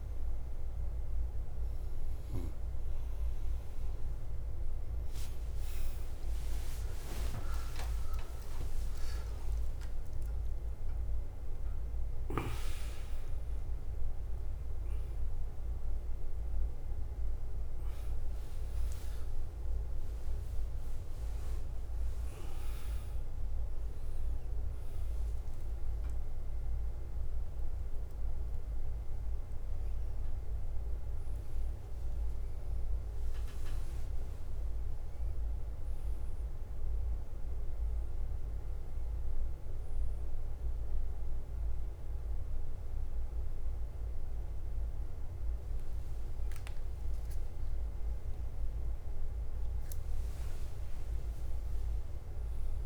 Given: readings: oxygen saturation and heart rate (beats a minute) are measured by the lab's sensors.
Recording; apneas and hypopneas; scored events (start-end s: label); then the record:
a person awake in a sleep study, hard to hear, by a room microphone; none
0.00-4.50 s: bradycardia (device-marked, heart rate 40 extreme)
8.00-10.00 s: long interval between heartbeats (device-marked, heart rate 48 before, 62 extreme)
10.50-12.50 s: long interval between heartbeats (device-marked, heart rate 51 before, 77 extreme)
26.50-52.86 s: bradycardia (device-marked, heart rate 49 before, 42 extreme)
From the record:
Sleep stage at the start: awake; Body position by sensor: on the back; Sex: male